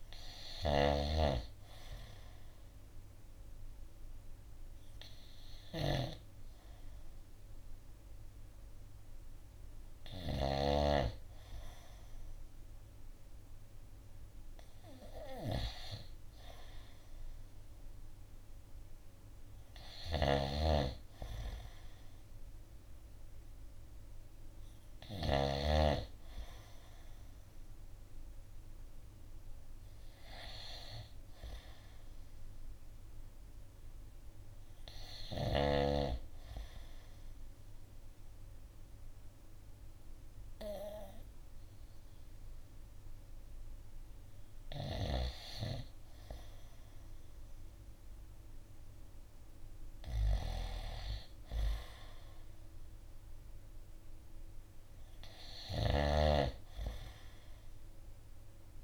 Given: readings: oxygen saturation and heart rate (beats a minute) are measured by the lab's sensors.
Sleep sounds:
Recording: breathing in sleep by a room microphone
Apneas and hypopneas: none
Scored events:
0.00-10.00 s: snoring (device-marked)
19.50-25.00 s: snoring (device-marked)
From the record:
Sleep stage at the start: N2 (light sleep)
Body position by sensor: on the right side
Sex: male

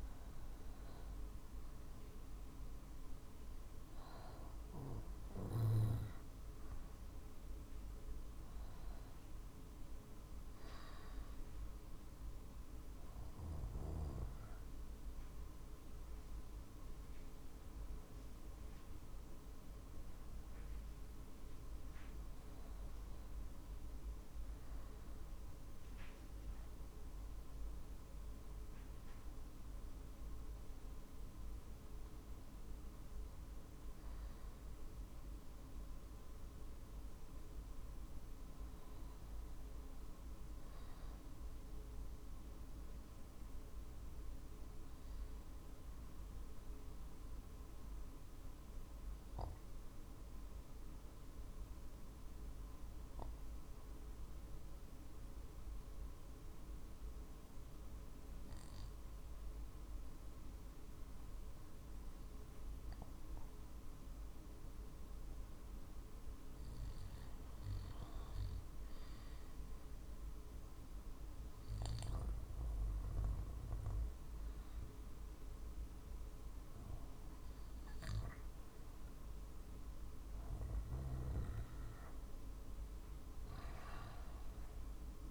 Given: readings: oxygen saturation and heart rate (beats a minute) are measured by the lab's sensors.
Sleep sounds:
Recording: breathing in sleep, hard to hear, by a room microphone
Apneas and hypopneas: 1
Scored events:
0.00-26.50 s: oxygen desaturation (device-marked, oxygen 87% lowest, heart rate 48 extreme)
4.50-17.50 s: drop in pulse transit time (device-marked, heart rate 50 before, 51 extreme)
44.00-66.50 s: obstructive apnea (oxygen 93% before, 90% lowest, heart rate 50 before, 48 extreme, up 0 after)
71.50-76.50 s: arousal
From the record:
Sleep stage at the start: REM sleep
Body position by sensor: on the back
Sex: male

